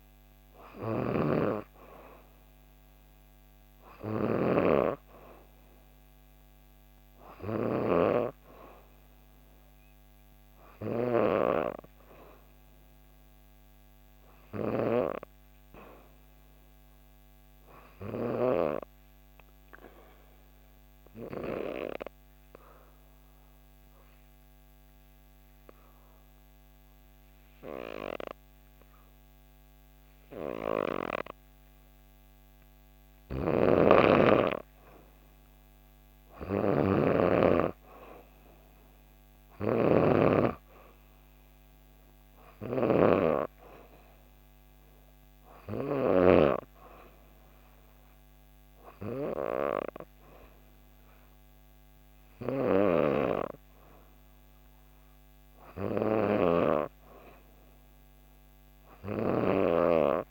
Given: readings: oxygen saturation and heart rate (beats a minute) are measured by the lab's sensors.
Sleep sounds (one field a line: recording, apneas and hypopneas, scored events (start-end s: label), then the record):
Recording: breathing in sleep by a microphone on the trachea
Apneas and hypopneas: 1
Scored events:
0.00-16.00 s: oxygen desaturation (device-marked, oxygen 88% lowest, heart rate 64 extreme)
0.50-4.00 s: snoring (device-marked)
5.00-8.00 s: arousal
18.50-32.00 s: obstructive apnea (oxygen 96% before, 91% lowest, heart rate 66 before, 65 extreme, up 1 after)
32.50-46.00 s: snoring (device-marked)
34.00-37.50 s: arousal
37.00-56.00 s: oxygen desaturation (device-marked, oxygen 95% before, 91% lowest, heart rate 66 before, 64 extreme)
52.00-60.31 s: snoring (device-marked)
From the record:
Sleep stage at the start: N3 (deep sleep)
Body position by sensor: on the back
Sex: female